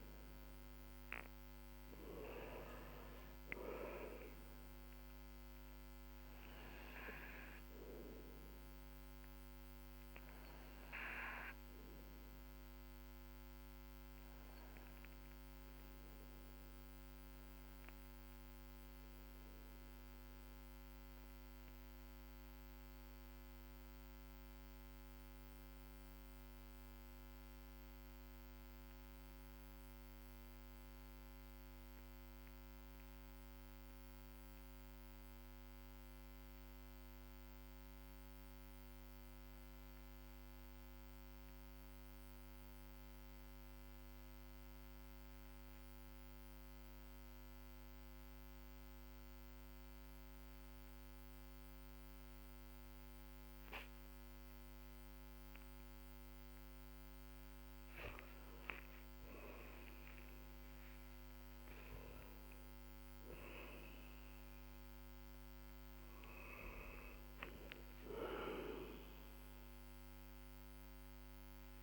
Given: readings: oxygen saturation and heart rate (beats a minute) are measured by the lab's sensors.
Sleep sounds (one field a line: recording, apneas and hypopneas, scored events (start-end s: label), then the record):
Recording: breathing in sleep by a microphone on the trachea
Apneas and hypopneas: 1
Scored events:
0.00-31.50 s: oxygen desaturation (device-marked, oxygen 91% lowest, heart rate 45 extreme)
5.50-54.50 s: obstructive apnea (oxygen 98% before, 90% lowest, heart rate 54 before, 45 extreme, up 9 after)
46.50-71.83 s: new sleep stage, N1 (lightest sleep)
48.50-71.83 s: oxygen desaturation (device-marked, oxygen 99% before, 90% lowest, heart rate 51 before, 41 extreme)
57.50-66.50 s: arousal
From the record:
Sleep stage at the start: N2 (light sleep)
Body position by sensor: on the back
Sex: male